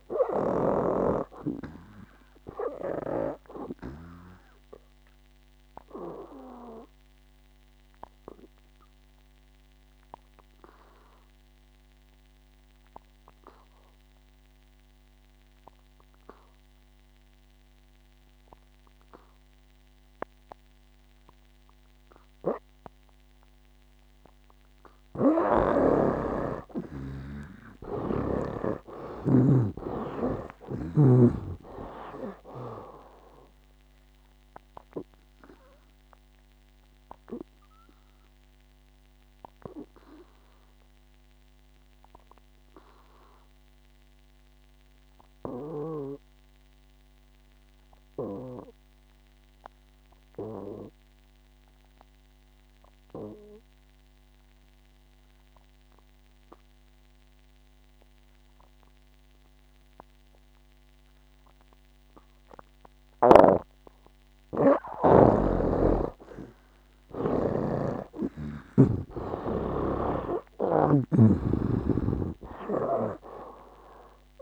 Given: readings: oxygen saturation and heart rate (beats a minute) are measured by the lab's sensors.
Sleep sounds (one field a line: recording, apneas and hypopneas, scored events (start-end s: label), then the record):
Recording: breathing in sleep by a microphone on the trachea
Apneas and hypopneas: 2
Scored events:
0.00-1.50 s: snoring (device-marked)
2.00-33.00 s: oxygen desaturation (device-marked, oxygen 96% before, 76% lowest, heart rate 66 before, 59 extreme)
6.00-25.50 s: obstructive apnea (oxygen 96% before, 76% lowest, heart rate 70 before, 59 extreme, up 17 after)
28.00-32.00 s: arousal
35.50-64.50 s: obstructive apnea (oxygen 96% before, 73% lowest, heart rate 64 before, 60 extreme, up 13 after)
38.00-63.00 s: oxygen desaturation (device-marked, oxygen 96% before, 79% lowest, heart rate 67 before, 60 extreme)
66.00-69.50 s: snoring (device-marked)
67.50-70.50 s: arousal
From the record:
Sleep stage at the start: N2 (light sleep)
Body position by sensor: on the back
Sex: male